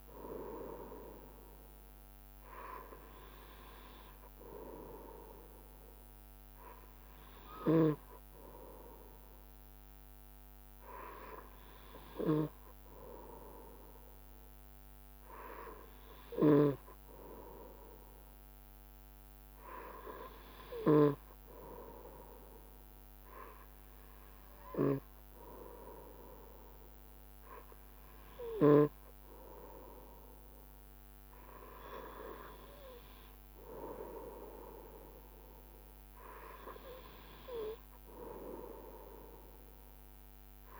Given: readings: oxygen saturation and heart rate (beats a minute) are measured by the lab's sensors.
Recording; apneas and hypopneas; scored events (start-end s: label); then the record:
breathing in sleep by a microphone on the trachea; none
35.50-39.00 s: arousal
From the record:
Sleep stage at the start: N2 (light sleep); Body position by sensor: on the right side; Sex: male